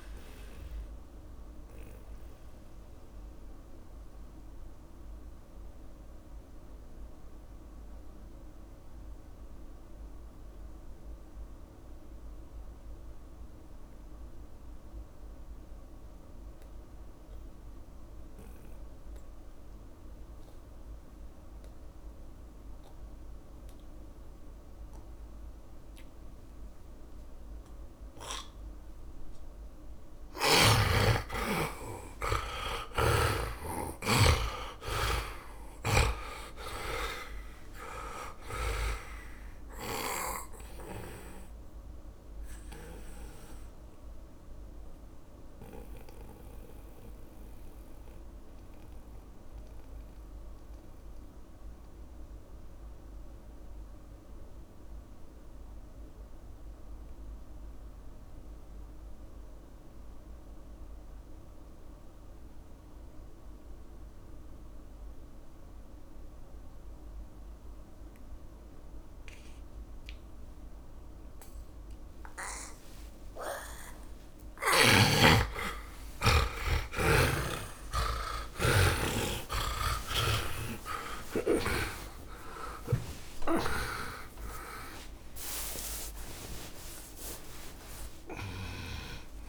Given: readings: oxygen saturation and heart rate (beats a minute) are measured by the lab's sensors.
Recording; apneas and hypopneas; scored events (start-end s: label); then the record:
breathing in sleep by a room microphone; 2
0.00-19.50 s: oxygen desaturation (device-marked, oxygen 78% lowest)
0.50-29.00 s: mixed apnea (oxygen 100% before, 77% lowest)
28.50-60.50 s: oxygen desaturation (device-marked, oxygen 100% before, 77% lowest)
31.50-37.00 s: arousal
33.00-41.00 s: snoring (device-marked)
41.50-74.50 s: mixed apnea (oxygen 100% before, 77% lowest)
68.50-89.49 s: oxygen desaturation (device-marked, oxygen 100% before, 80% lowest)
76.00-82.50 s: arousal
77.50-89.49 s: snoring (device-marked)
From the record:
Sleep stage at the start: N2 (light sleep); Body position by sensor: on the back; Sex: male